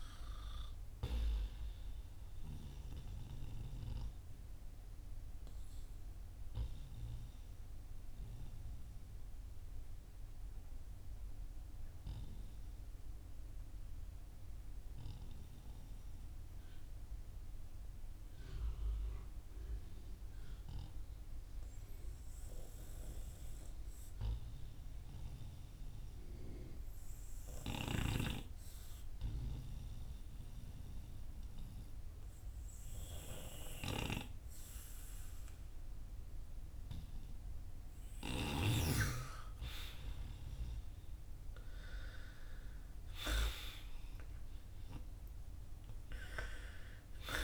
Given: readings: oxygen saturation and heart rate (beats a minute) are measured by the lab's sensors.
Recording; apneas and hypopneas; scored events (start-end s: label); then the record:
breathing in sleep by a room microphone; 1
0.00-6.50 s: oxygen desaturation (device-marked, oxygen 92% lowest, heart rate 50 extreme)
2.50-37.00 s: obstructive apnea (oxygen 96% before, 90% lowest, heart rate 63 before, 50 extreme, up 6 after)
11.50-26.50 s: oxygen desaturation (device-marked, oxygen 93% before, 90% lowest, heart rate 59 before, 52 extreme)
40.00-44.00 s: arousal
From the record:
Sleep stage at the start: N2 (light sleep); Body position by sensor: on the back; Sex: male